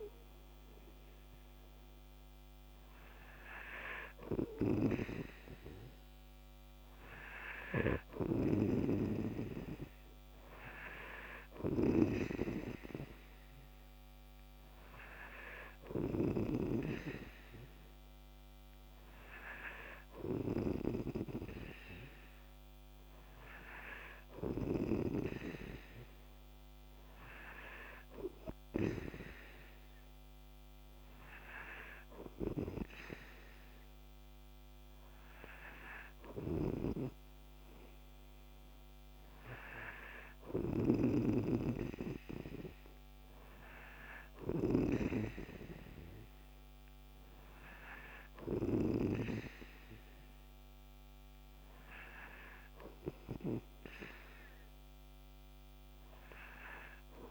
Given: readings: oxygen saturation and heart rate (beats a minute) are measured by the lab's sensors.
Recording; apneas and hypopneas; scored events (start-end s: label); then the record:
breathing in sleep by a microphone on the trachea; none
5.00-17.00 s: snoring (device-marked)
41.00-49.50 s: snoring (device-marked)
From the record:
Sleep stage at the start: N3 (deep sleep); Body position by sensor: on the right side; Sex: male